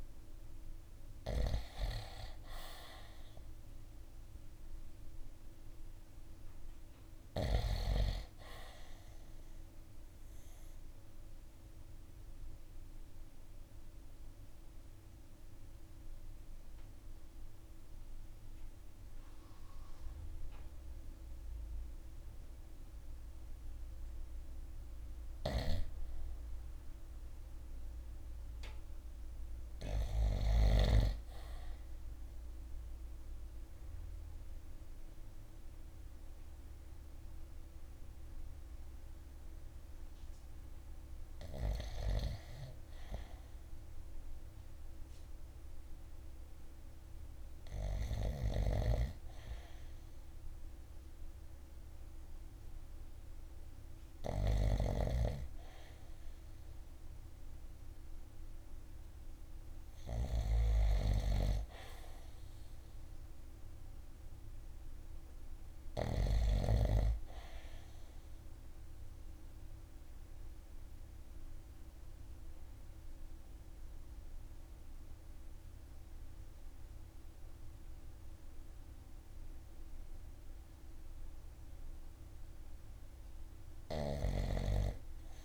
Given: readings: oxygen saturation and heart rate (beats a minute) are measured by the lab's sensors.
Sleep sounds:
breathing in sleep by a room microphone; 3
9.50-24.00 s: obstructive apnea (oxygen 97% before, 84% lowest, heart rate 54 before, 51 extreme, up 4 after)
26.50-29.50 s: arousal
28.00-58.00 s: oxygen desaturation (device-marked, oxygen 92% before, 84% lowest, heart rate 53 before, 52 extreme)
31.50-41.50 s: obstructive apnea (oxygen 94% before, 84% lowest, heart rate 53 before, 52 extreme, up 2 after)
45.00-49.50 s: arousal
47.50-54.00 s: snoring (device-marked)
66.00-85.45 s: oxygen desaturation (device-marked, oxygen 94% before, 87% lowest, heart rate 55 before, 52 extreme)
67.50-81.00 s: obstructive apnea (oxygen 94% before, 82% lowest, heart rate 55 before, 52 extreme, up 1 after)
82.00-84.00 s: arousal
From the record:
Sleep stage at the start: REM sleep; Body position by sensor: on the right side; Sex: male

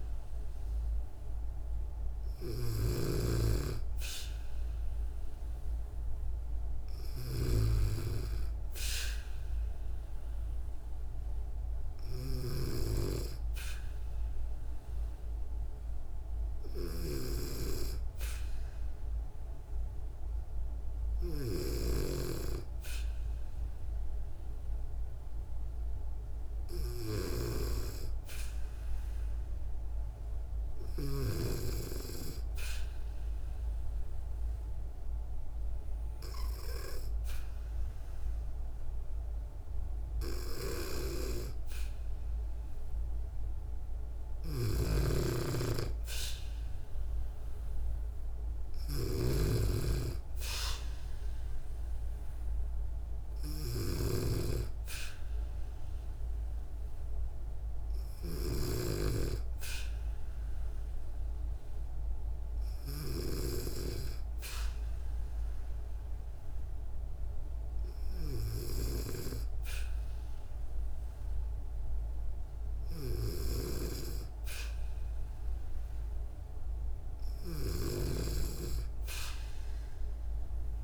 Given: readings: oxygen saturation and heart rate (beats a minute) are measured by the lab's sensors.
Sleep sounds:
breathing in sleep by a room microphone; 1
2.00-12.00 s: snoring (device-marked)
32.00-42.00 s: obstructive apnea (oxygen 96% before, 93% lowest, heart rate 64 before, 62 extreme, up 0 after)
44.00-58.00 s: snoring (device-marked)
44.50-48.50 s: arousal
From the record:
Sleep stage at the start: N2 (light sleep); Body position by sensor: on the back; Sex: female

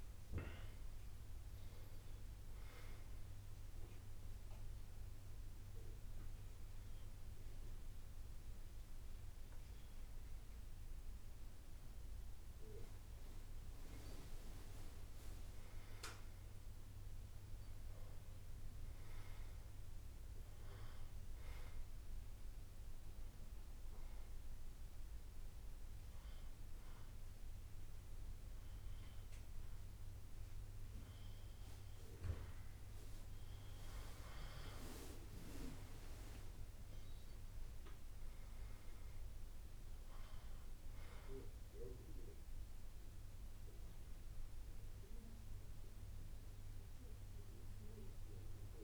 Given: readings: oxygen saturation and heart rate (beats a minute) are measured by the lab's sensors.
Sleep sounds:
breathing in sleep by a room microphone; 2
0.00-8.50 s: drop in pulse transit time (device-marked, heart rate 62 extreme)
3.00-13.00 s: obstructive apnea (oxygen 97% before, 95% lowest, heart rate 63 before, 60 extreme, up 8 after)
15.50-19.00 s: arousal
23.00-33.50 s: hypopnea (oxygen 97% before, 95% lowest, heart rate 66 before, 59 extreme, up 11 after)
35.50-45.50 s: drop in pulse transit time (device-marked, heart rate 64 before, 63 extreme)
41.00-43.00 s: long interval between heartbeats (device-marked, heart rate 64 before, 72 extreme)
42.50-47.50 s: arousal
From the record:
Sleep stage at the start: N2 (light sleep); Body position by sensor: on the back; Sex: male

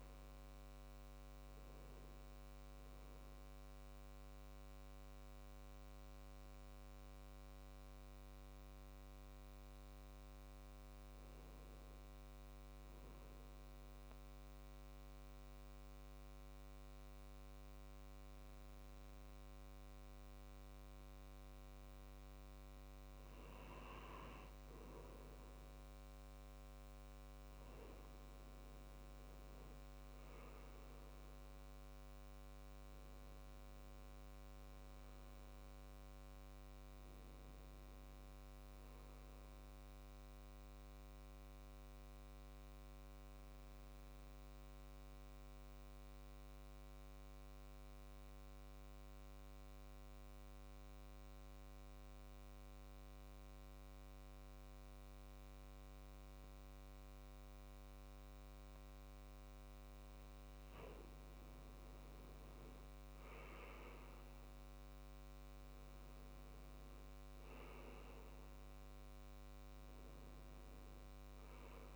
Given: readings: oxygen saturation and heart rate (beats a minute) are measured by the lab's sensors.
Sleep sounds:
breathing in sleep, hard to hear, by a microphone on the trachea; 2
13.50-24.50 s: obstructive apnea (oxygen 98% before, 92% lowest, heart rate 67 before, 65 extreme, up 3 after)
28.00-56.00 s: oxygen desaturation (device-marked, oxygen 97% before, 92% lowest, heart rate 67 before, 65 extreme)
29.00-32.50 s: arousal
43.50-59.50 s: obstructive apnea (oxygen 97% before, 91% lowest, heart rate 69 before, 63 extreme, up 6 after)
62.50-66.50 s: arousal
70.00-71.96 s: oxygen desaturation (device-marked, oxygen 97% before, 91% lowest, heart rate 67 before, 63 extreme)
From the record:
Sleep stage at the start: N2 (light sleep); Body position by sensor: on the back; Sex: male

